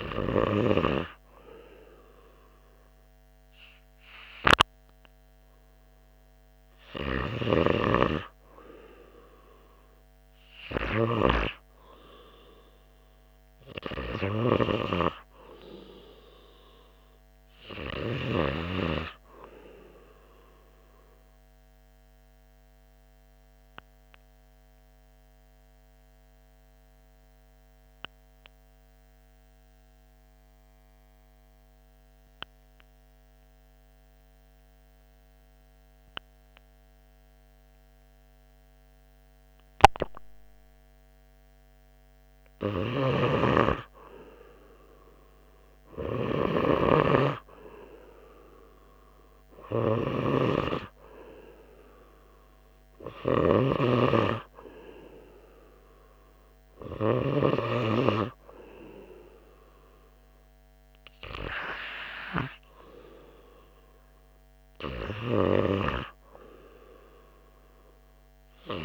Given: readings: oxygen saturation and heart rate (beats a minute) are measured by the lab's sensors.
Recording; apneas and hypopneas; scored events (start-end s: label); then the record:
breathing in sleep by a microphone on the trachea; 1
0.00-1.50 s: snoring (device-marked)
14.50-19.00 s: snoring (device-marked)
22.00-43.00 s: obstructive apnea (oxygen 98% before, 94% lowest, heart rate 85 before, 82 extreme, up 1 after)
43.50-58.00 s: snoring (device-marked)
45.50-50.00 s: arousal
From the record:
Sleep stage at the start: REM sleep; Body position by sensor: on the right side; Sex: male